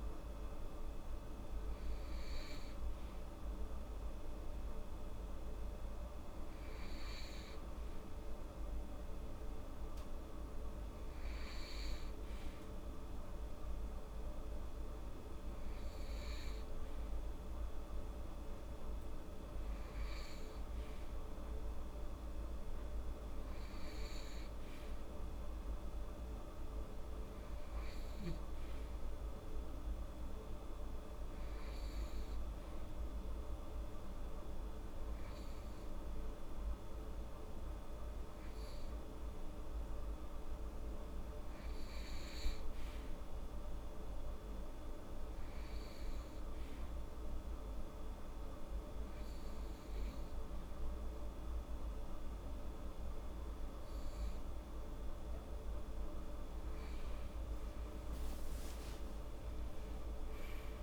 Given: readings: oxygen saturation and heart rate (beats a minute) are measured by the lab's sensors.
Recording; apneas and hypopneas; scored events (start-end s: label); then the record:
breathing in sleep, hard to hear, by a room microphone; none
11.50-26.50 s: oxygen desaturation (device-marked, oxygen 96% before, 93% lowest, heart rate 75 before, 74 extreme)
57.00-60.83 s: arousal
From the record:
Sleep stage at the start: N2 (light sleep); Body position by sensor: on the right side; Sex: female